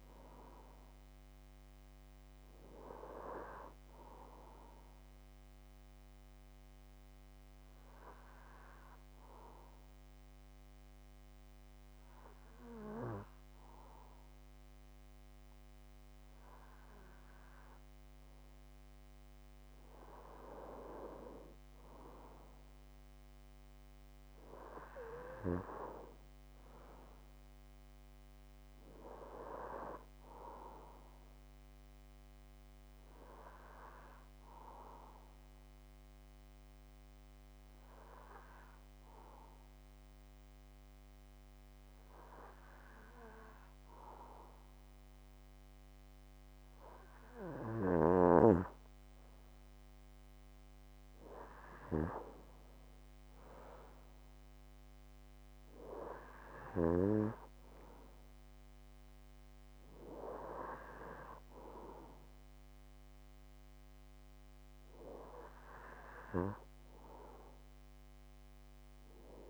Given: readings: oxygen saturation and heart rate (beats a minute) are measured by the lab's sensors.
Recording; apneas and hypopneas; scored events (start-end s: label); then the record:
breathing in sleep by a microphone on the trachea; 2
0.00-11.00 s: oxygen desaturation (device-marked, oxygen 90% lowest)
6.00-18.00 s: obstructive apnea (oxygen 96% before, 91% lowest)
20.00-24.50 s: arousal
34.00-46.50 s: obstructive apnea (oxygen 96% before, 91% lowest)
49.50-54.00 s: arousal
54.00-69.50 s: oxygen desaturation (device-marked, oxygen 95% before, 92% lowest)
From the record:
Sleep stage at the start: N2 (light sleep); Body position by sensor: on the back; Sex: male